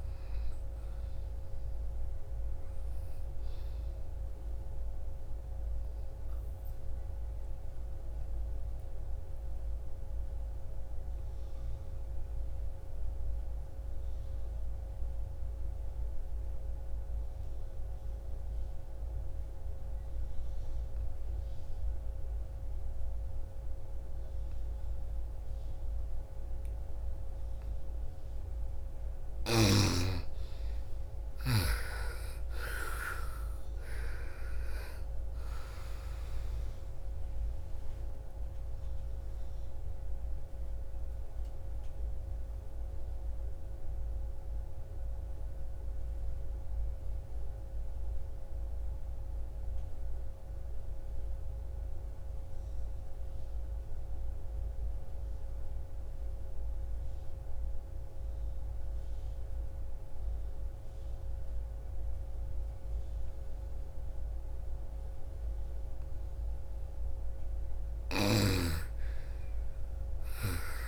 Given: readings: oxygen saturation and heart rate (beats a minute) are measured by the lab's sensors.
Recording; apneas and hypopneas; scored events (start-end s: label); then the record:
breathing in sleep by a room microphone; 2
0.00-6.50 s: oxygen desaturation (device-marked, oxygen 86% lowest, heart rate 46 extreme)
4.00-27.50 s: obstructive apnea (oxygen 98% before, 82% lowest, heart rate 62 before, 46 extreme, up 23 after)
24.50-56.50 s: oxygen desaturation (device-marked, oxygen 98% before, 82% lowest, heart rate 54 before, 47 extreme)
30.50-34.50 s: arousal
42.00-65.50 s: obstructive apnea (oxygen 98% before, 82% lowest, heart rate 62 before, 47 extreme, up 20 after)
62.50-70.88 s: oxygen desaturation (device-marked, oxygen 99% before, 86% lowest, heart rate 58 before, 55 extreme)
69.00-70.88 s: arousal
From the record:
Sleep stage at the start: N2 (light sleep); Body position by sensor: on the right side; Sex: female